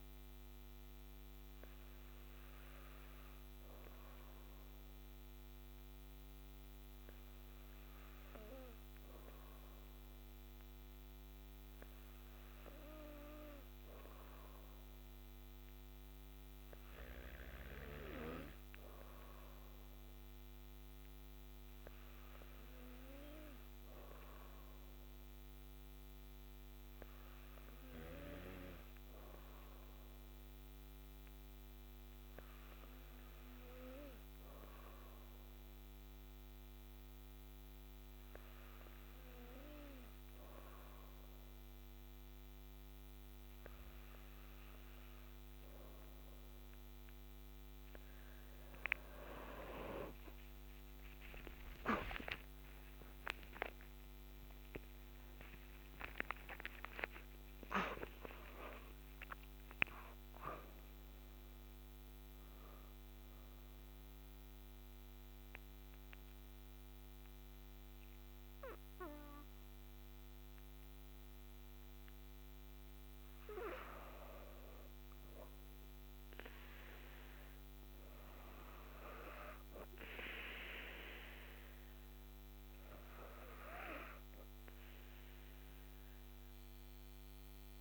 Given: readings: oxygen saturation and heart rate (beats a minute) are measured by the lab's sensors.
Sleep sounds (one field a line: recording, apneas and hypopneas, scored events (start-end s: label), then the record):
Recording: breathing in sleep by a microphone on the trachea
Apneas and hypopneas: none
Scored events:
50.00-55.50 s: arousal
From the record:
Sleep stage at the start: N2 (light sleep)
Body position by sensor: on the back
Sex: female